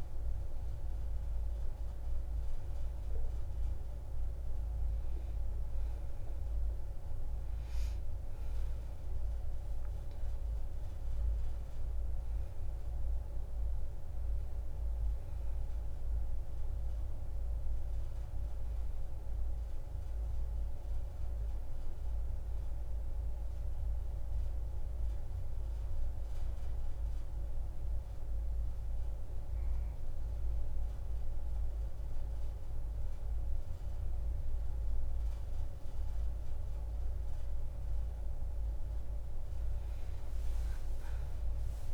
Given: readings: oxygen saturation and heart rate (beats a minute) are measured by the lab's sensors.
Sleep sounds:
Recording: breathing in sleep, hard to hear, by a room microphone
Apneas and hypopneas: none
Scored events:
2.00-20.00 s: oxygen desaturation (device-marked, oxygen 97% before, 93% lowest)
From the record:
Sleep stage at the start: N1 (lightest sleep)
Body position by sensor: on the back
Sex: female

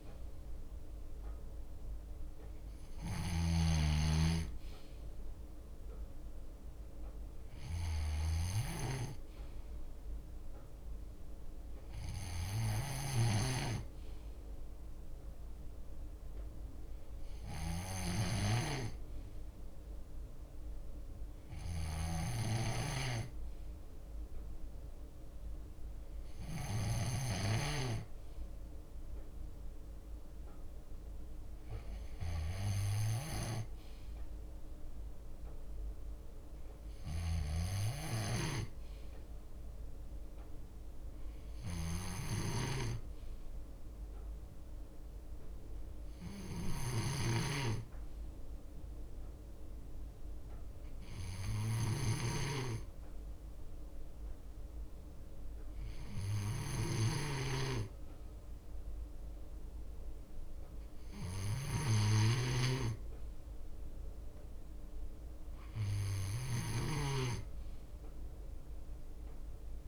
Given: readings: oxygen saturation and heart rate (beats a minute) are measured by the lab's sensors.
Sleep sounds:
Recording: breathing in sleep by a room microphone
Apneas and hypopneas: none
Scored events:
0.00-13.50 s: snoring (device-marked)
5.00-14.50 s: leg movement (device-marked)
15.00-19.00 s: leg movement (device-marked)
20.00-28.00 s: leg movement (device-marked)
28.50-36.50 s: leg movement (device-marked)
39.50-43.50 s: leg movement (device-marked)
41.50-48.50 s: bradycardia (device-marked, heart rate 60 before, 59 extreme)
45.00-47.00 s: leg movement (device-marked)
47.00-69.88 s: snoring (device-marked)
50.00-52.50 s: leg movement (device-marked)
54.50-61.00 s: leg movement (device-marked)
65.00-67.50 s: leg movement (device-marked)
From the record:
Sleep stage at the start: N2 (light sleep)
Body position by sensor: on the left side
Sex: male

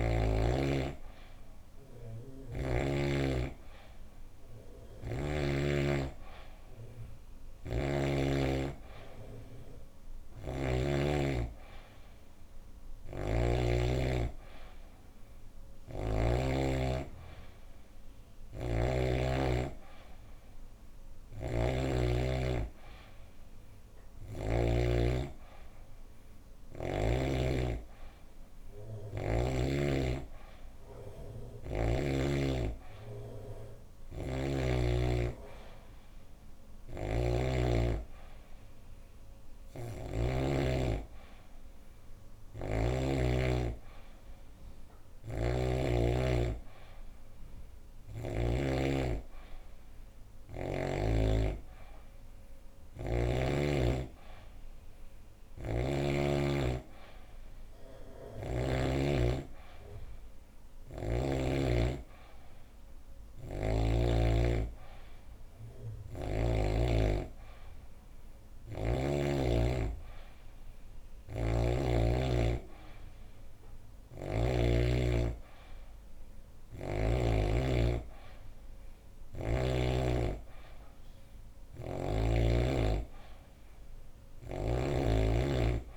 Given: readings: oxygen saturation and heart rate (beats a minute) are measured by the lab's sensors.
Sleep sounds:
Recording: breathing in sleep by a room microphone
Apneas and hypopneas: none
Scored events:
0.00-2.50 s: snoring (device-marked)
7.00-10.50 s: snoring (device-marked)
12.50-16.00 s: snoring (device-marked)
18.00-24.50 s: snoring (device-marked)
36.50-40.00 s: snoring (device-marked)
44.50-48.00 s: snoring (device-marked)
55.00-58.50 s: snoring (device-marked)
68.00-71.50 s: snoring (device-marked)
73.50-77.00 s: snoring (device-marked)
84.00-85.97 s: snoring (device-marked)
From the record:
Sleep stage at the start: N3 (deep sleep)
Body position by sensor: on the back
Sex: female

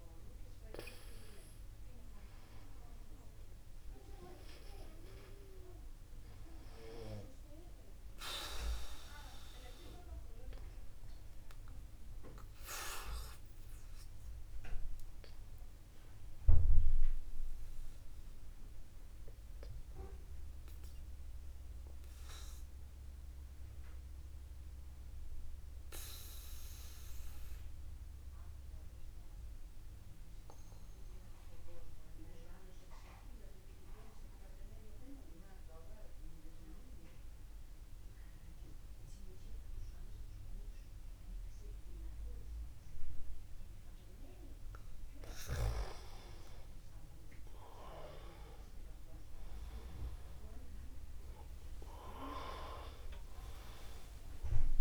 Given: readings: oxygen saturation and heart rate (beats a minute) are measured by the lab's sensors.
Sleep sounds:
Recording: breathing in sleep by a room microphone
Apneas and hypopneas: 1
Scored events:
0.00-3.00 s: arousal
16.00-34.00 s: oxygen desaturation (device-marked, oxygen 97% before, 94% lowest, heart rate 50 before, 49 extreme)
17.50-44.00 s: obstructive apnea (oxygen 98% before, 93% lowest, heart rate 50 before, 49 extreme, up 2 after)
49.00-54.81 s: new sleep stage, awake
52.50-54.50 s: long interval between heartbeats (device-marked, heart rate 50 before, 57 extreme)
From the record:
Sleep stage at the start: N2 (light sleep)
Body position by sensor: upright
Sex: male

